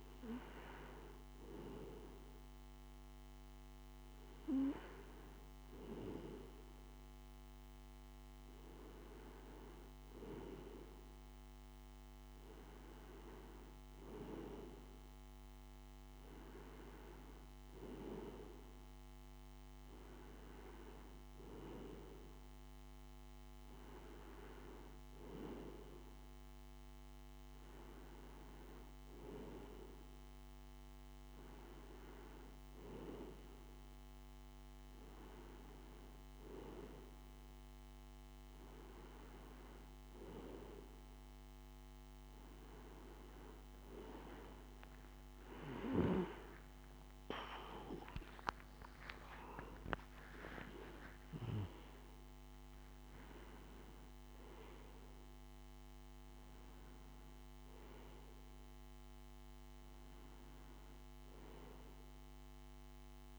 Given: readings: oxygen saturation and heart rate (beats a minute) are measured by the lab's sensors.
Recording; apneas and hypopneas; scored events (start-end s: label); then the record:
breathing in sleep by a microphone on the trachea; none
47.00-50.50 s: arousal
47.00-63.39 s: new sleep stage, N1 (lightest sleep)
From the record:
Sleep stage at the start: N2 (light sleep); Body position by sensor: on the right side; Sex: male